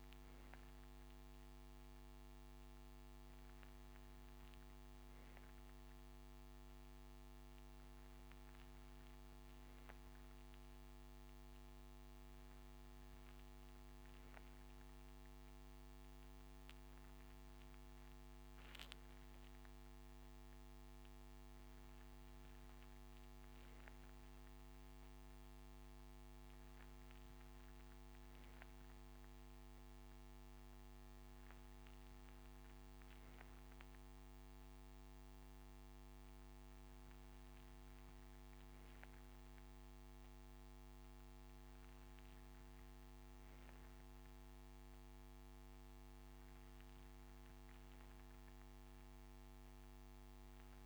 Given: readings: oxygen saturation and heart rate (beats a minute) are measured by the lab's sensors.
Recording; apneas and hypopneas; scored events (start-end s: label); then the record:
breathing in sleep, hard to hear, by a microphone on the trachea; none
none scored
From the record:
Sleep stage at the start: N3 (deep sleep); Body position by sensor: on the right side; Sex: male